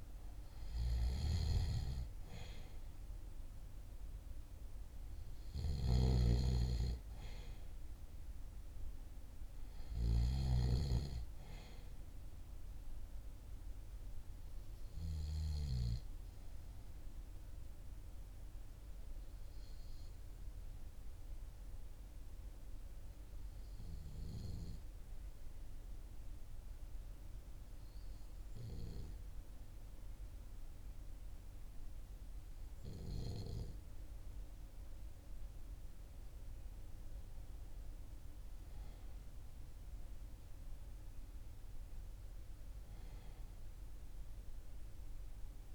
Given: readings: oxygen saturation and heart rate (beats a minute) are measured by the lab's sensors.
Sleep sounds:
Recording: breathing in sleep by a room microphone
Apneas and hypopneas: 1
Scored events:
0.00-15.00 s: snoring (device-marked)
17.50-33.50 s: hypopnea (oxygen 98% before, 93% lowest, heart rate 42 before, 37 extreme, up 3 after)
24.50-41.50 s: oxygen desaturation (device-marked, oxygen 96% before, 93% lowest, heart rate 41 before, 38 extreme)
38.00-44.00 s: arousal
From the record:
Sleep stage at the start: REM sleep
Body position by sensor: on the back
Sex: male

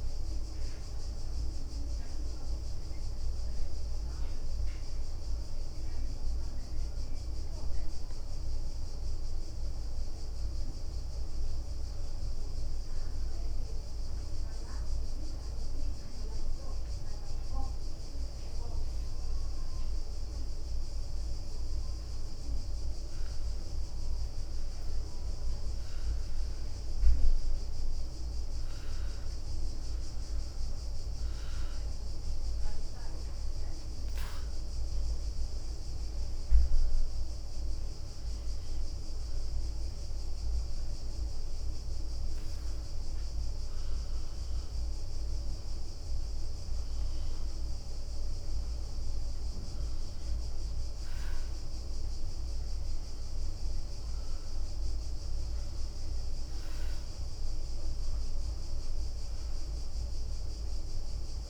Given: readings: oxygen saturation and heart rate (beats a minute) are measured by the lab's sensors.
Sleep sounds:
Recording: breathing in sleep, hard to hear, by a room microphone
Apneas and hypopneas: 2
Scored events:
8.50-12.50 s: arousal
16.00-26.50 s: hypopnea (oxygen 98% before, 92% lowest, heart rate 68 before, 67 extreme, up 4 after)
27.00-48.00 s: oxygen desaturation (device-marked, oxygen 96% before, 92% lowest, heart rate 69 before, 67 extreme)
29.00-33.50 s: arousal
39.50-49.50 s: obstructive apnea (oxygen 98% before, 91% lowest, heart rate 69 before, 67 extreme, up 6 after)
52.00-56.50 s: arousal
52.00-61.50 s: new sleep stage, N2 (light sleep)
From the record:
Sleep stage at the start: N1 (lightest sleep)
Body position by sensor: on the back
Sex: female

